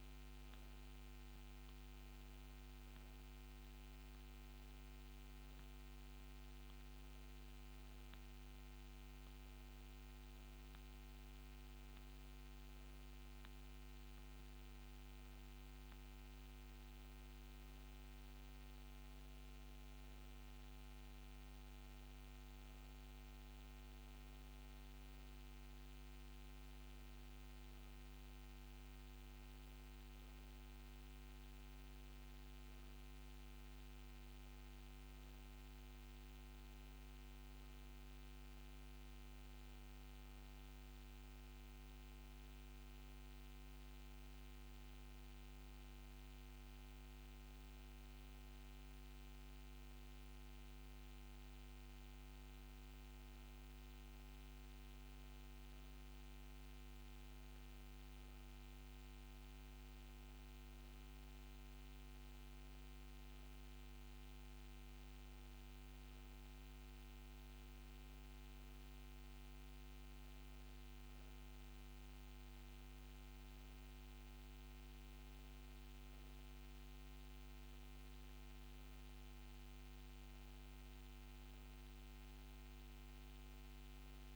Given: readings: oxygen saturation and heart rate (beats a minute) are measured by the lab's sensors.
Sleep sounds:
breathing in sleep, hard to hear, by a microphone on the trachea; none
none scored
From the record:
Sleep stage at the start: N1 (lightest sleep); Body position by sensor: on the back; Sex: female

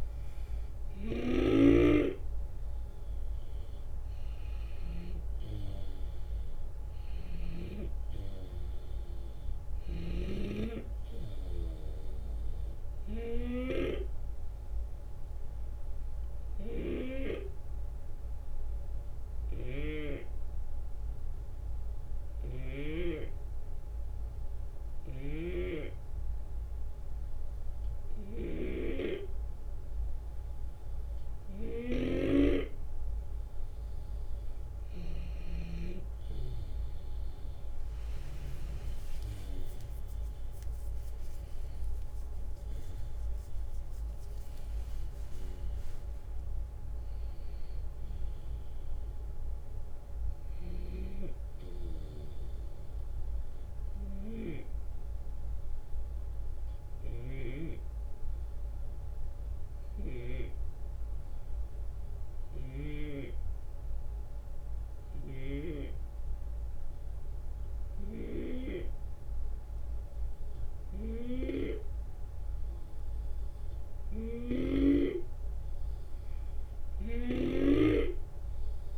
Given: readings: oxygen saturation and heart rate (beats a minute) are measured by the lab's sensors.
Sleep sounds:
breathing in sleep by a room microphone; 2
0.00-1.00 s: arousal
0.00-11.50 s: oxygen desaturation (device-marked, oxygen 92% lowest, heart rate 68 extreme)
0.00-22.50 s: snoring (device-marked)
12.50-31.00 s: obstructive apnea (oxygen 95% before, 91% lowest, heart rate 75 before, 68 extreme, up 9 after)
24.50-35.50 s: snoring (device-marked)
39.00-43.00 s: arousal
49.50-59.50 s: oxygen desaturation (device-marked, oxygen 96% before, 93% lowest, heart rate 77 before, 69 extreme)
50.00-60.00 s: snoring (device-marked)
54.50-73.50 s: hypopnea (oxygen 96% before, 91% lowest, heart rate 78 before, 70 extreme, up 2 after)
64.50-68.00 s: snoring (device-marked)
75.50-78.98 s: new sleep stage, N2 (light sleep)
75.50-78.98 s: oxygen desaturation (device-marked, oxygen 96% before, 91% lowest, heart rate 71 before, 70 extreme)
76.50-78.98 s: snoring (device-marked)
From the record:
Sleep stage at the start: REM sleep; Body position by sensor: on the left side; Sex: male

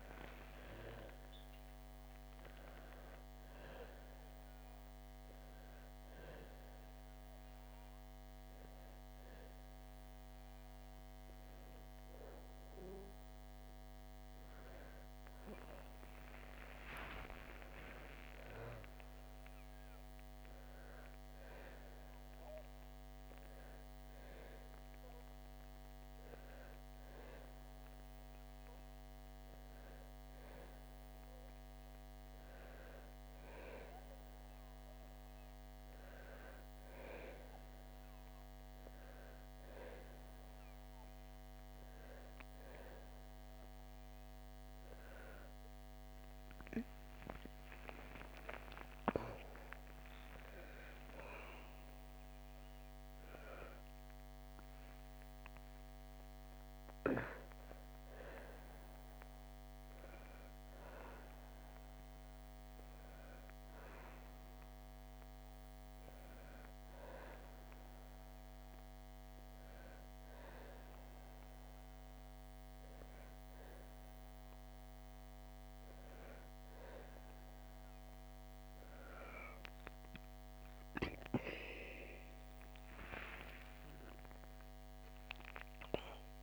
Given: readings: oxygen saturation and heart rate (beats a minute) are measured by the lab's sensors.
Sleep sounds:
breathing in sleep by a microphone on the trachea; 1
16.00-20.50 s: arousal
23.00-43.00 s: hypopnea (oxygen 95% before, 93% lowest, heart rate 68 before, 67 extreme, up 16 after)
45.00-49.00 s: arousal
83.50-86.43 s: arousal
From the record:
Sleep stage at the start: N1 (lightest sleep); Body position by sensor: on the back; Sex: female

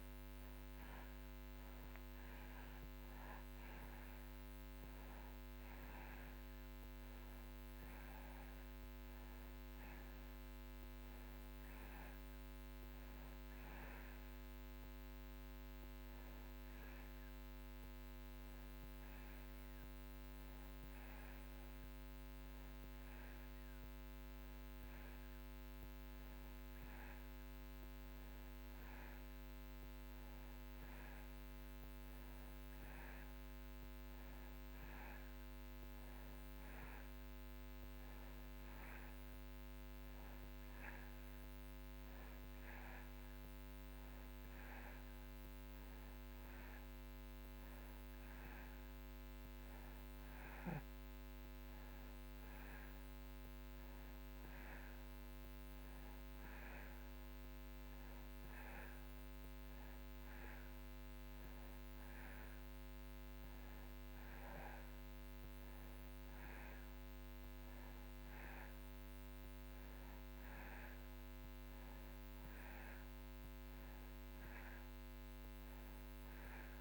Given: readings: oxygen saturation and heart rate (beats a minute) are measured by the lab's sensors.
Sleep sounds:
breathing in sleep, hard to hear, by a microphone on the trachea; none
none scored
From the record:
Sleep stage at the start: N2 (light sleep); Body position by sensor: on the back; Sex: male

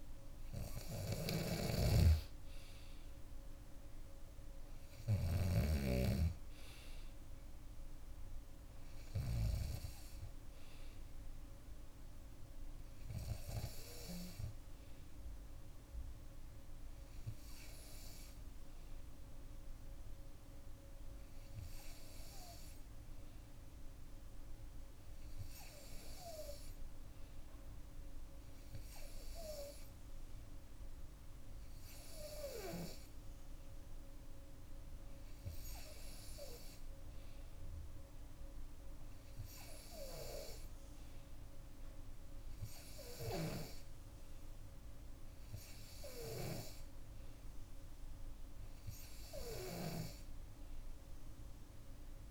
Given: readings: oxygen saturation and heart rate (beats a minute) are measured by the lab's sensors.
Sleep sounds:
breathing in sleep by a room microphone; none
1.00-5.50 s: snoring (device-marked)
From the record:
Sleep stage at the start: N2 (light sleep); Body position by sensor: on the back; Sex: female

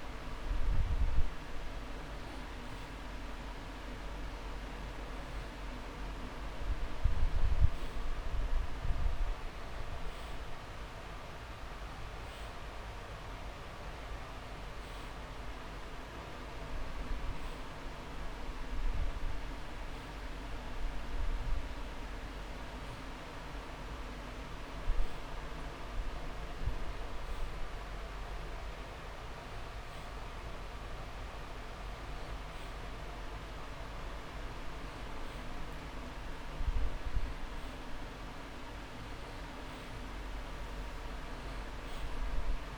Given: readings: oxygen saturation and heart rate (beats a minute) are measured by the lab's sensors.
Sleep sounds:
breathing in sleep, hard to hear, by a room microphone; none
none scored
From the record:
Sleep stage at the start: N2 (light sleep); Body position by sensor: on the back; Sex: male

